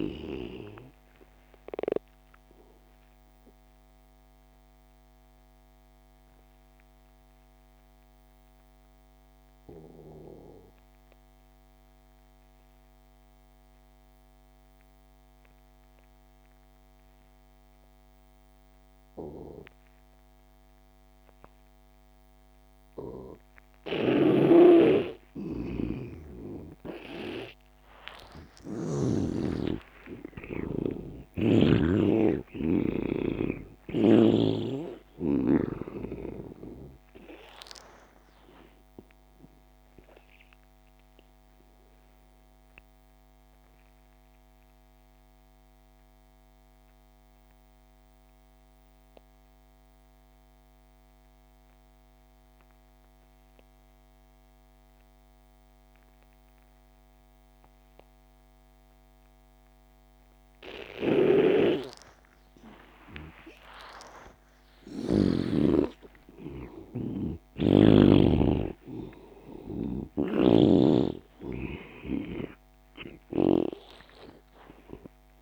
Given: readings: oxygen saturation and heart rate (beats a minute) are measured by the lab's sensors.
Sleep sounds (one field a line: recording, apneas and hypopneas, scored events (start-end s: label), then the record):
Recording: breathing in sleep by a microphone on the trachea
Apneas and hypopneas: 2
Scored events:
0.00-8.50 s: oxygen desaturation (device-marked, oxygen 83% lowest)
3.00-26.00 s: obstructive apnea (oxygen 98% before, 83% lowest)
24.00-29.00 s: snoring (device-marked)
24.50-50.50 s: oxygen desaturation (device-marked, oxygen 98% before, 84% lowest)
28.00-31.50 s: arousal
37.50-63.00 s: obstructive apnea (oxygen 98% before, 83% lowest)
60.50-75.41 s: oxygen desaturation (device-marked, oxygen 98% before, 83% lowest)
63.50-67.50 s: arousal
70.00-73.50 s: snoring (device-marked)
From the record:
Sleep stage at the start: N2 (light sleep)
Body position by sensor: on the back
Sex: male